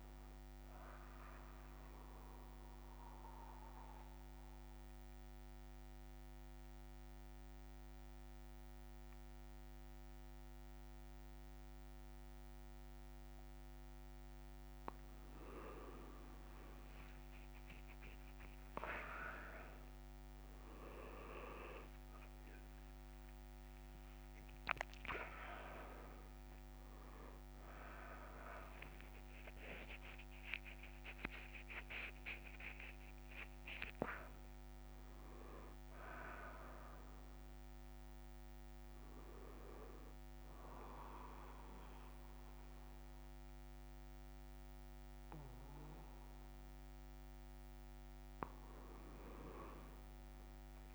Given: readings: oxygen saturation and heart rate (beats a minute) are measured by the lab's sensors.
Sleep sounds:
breathing in sleep by a microphone on the trachea; 1
0.00-2.00 s: oxygen desaturation (device-marked, oxygen 95% lowest)
1.50-15.00 s: obstructive apnea (oxygen 99% before, 95% lowest)
From the record:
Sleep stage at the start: N1 (lightest sleep); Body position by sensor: on the back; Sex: male

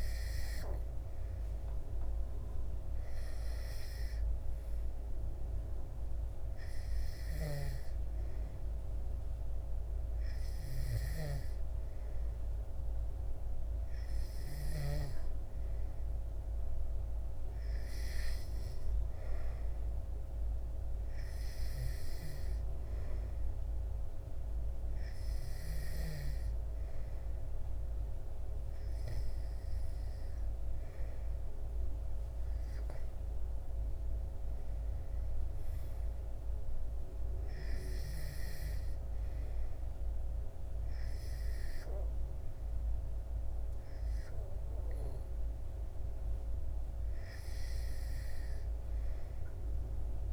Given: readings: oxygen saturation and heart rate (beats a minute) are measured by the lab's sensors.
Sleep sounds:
breathing in sleep, hard to hear, by a room microphone; none
none scored
From the record:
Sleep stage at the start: N2 (light sleep); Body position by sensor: on the back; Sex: male

